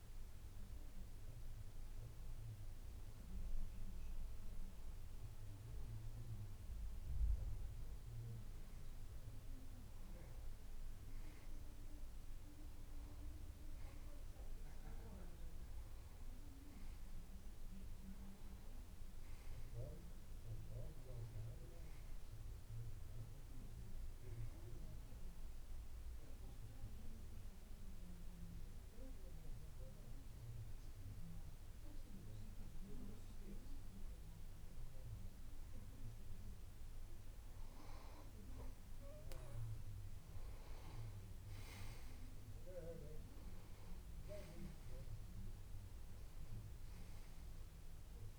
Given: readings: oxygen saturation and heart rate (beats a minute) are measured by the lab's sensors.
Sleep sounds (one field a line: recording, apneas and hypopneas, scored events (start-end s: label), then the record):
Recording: breathing in sleep by a room microphone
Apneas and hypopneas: 1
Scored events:
26.50-36.50 s: hypopnea (oxygen 93% before, 90% lowest)
40.00-44.00 s: arousal
From the record:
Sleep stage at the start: N2 (light sleep)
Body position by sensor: on the back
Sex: male